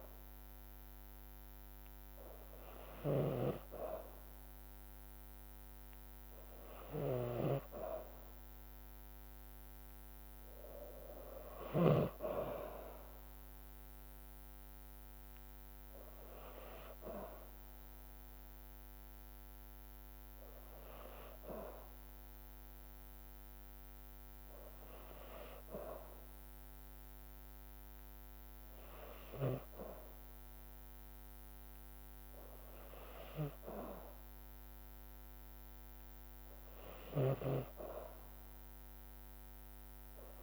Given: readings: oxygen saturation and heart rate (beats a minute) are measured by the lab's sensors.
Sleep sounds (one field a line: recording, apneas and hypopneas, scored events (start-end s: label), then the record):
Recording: breathing in sleep by a microphone on the trachea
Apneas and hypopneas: none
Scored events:
0.00-11.50 s: snoring (device-marked)
13.00-24.00 s: drop in pulse transit time (device-marked, heart rate 55 before, 54 extreme)
36.50-40.43 s: snoring (device-marked)
From the record:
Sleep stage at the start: N2 (light sleep)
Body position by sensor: on the back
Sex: female